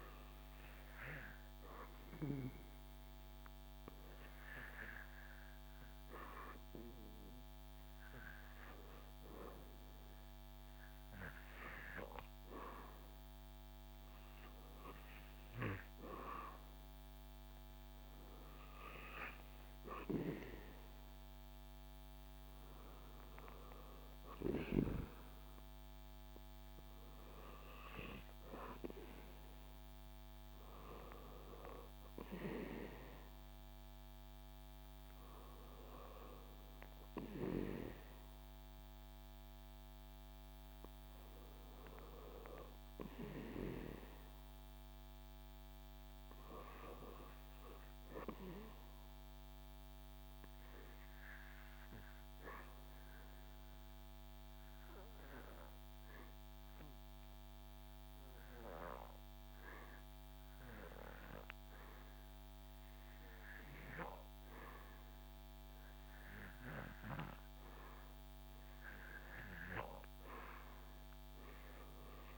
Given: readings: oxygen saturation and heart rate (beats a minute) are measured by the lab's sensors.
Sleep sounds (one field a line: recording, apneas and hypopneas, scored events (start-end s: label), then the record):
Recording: breathing in sleep by a microphone on the trachea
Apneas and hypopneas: 1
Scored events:
0.00-24.50 s: oxygen desaturation (device-marked, oxygen 86% lowest, heart rate 77 extreme)
40.00-45.00 s: arousal
49.50-67.00 s: obstructive apnea (oxygen 99% before, 89% lowest, heart rate 82 before, 71 extreme, up 7 after)
58.50-72.38 s: new sleep stage, REM sleep
71.00-72.38 s: arousal
From the record:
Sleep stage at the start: N2 (light sleep)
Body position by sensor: on the back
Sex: male